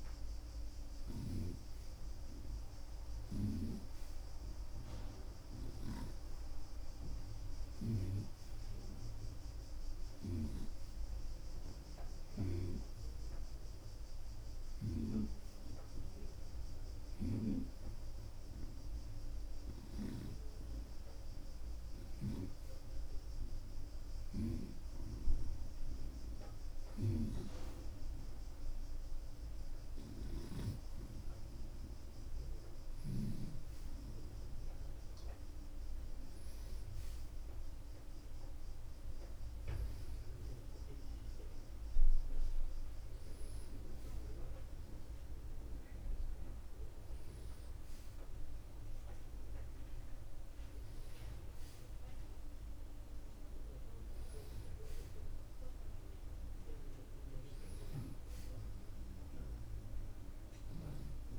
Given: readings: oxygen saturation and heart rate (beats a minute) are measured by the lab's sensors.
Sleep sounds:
breathing in sleep by a room microphone; none
0.00-1.50 s: snoring (device-marked)
27.00-33.50 s: snoring (device-marked)
From the record:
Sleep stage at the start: N1 (lightest sleep); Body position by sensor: on the right side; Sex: male

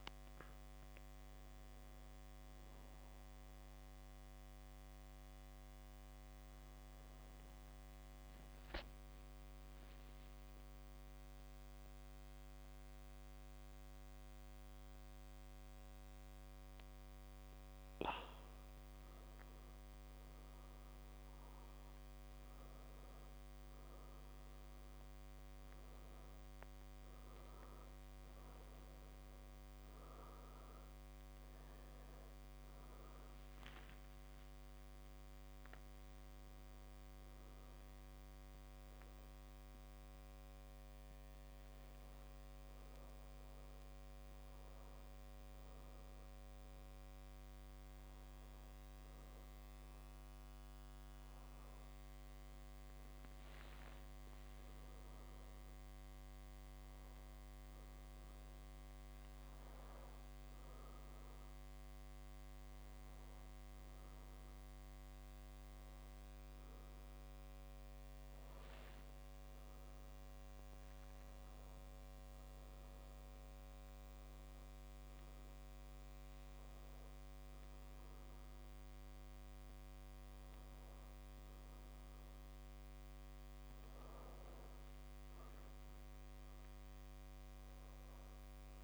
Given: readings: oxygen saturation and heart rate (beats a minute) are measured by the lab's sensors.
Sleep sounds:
a person awake in a sleep study, hard to hear, by a microphone on the trachea; none
none scored
From the record:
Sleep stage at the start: awake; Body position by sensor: on the back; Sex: male

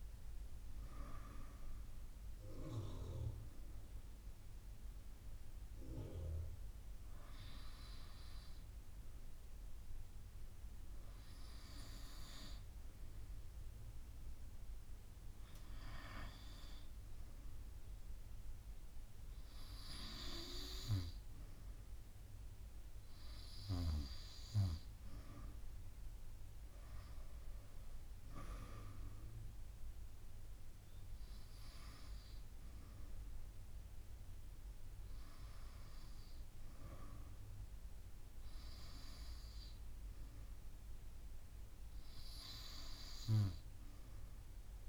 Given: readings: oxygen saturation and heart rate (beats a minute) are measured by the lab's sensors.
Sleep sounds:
breathing in sleep by a room microphone; none
0.00-11.50 s: bradycardia (device-marked)
8.50-44.89 s: new sleep stage, N2 (light sleep)
From the record:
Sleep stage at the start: N1 (lightest sleep); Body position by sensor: on the right side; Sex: female

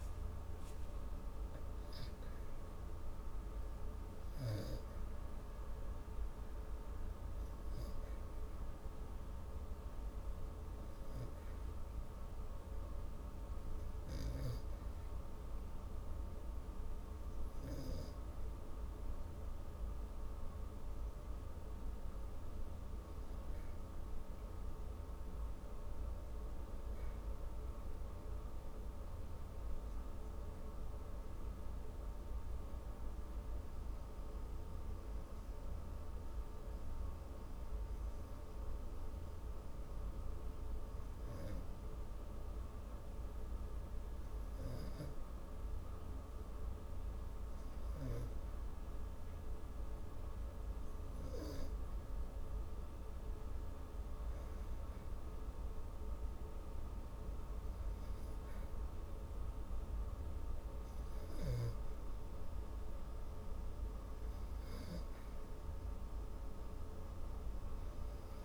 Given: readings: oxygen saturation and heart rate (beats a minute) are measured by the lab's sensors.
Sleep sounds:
breathing in sleep, hard to hear, by a room microphone; 1
22.50-68.45 s: new sleep stage, REM sleep
32.00-52.00 s: hypopnea (oxygen 93% before, 88% lowest)
53.00-57.50 s: arousal
From the record:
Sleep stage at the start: N2 (light sleep); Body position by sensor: on the back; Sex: female

